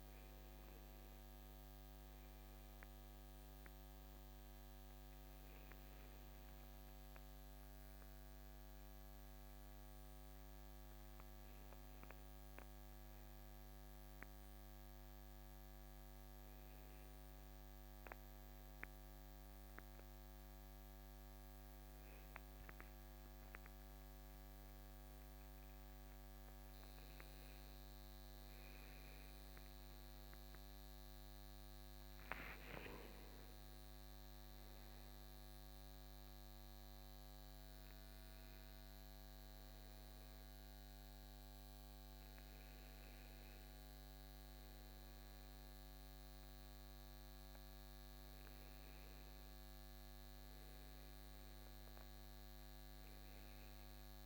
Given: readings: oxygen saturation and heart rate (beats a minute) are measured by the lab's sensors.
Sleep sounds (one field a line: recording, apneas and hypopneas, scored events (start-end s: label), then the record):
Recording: breathing in sleep, hard to hear, by a microphone on the trachea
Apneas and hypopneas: none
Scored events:
none scored
From the record:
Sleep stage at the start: N2 (light sleep)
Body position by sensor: on the right side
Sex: male